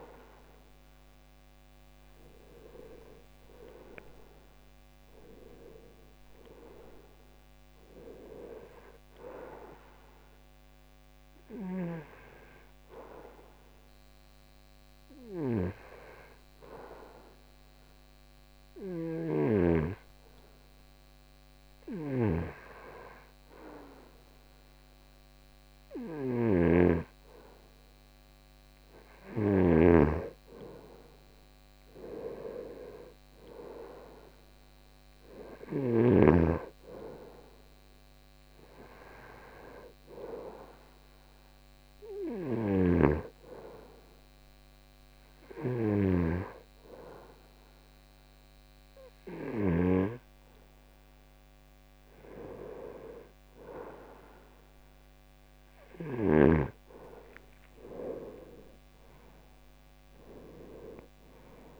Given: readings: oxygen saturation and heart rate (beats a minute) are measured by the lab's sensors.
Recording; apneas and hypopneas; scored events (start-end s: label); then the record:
breathing in sleep by a microphone on the trachea; 2
1.50-4.50 s: arousal
11.00-27.00 s: hypopnea (oxygen 95% before, 91% lowest, heart rate 74 before, 68 extreme, up 1 after)
28.50-32.00 s: arousal
43.00-55.50 s: hypopnea (oxygen 95% before, 91% lowest, heart rate 71 before, 70 extreme, up 4 after)
57.50-61.00 s: arousal
From the record:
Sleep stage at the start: N2 (light sleep); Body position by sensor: on the right side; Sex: male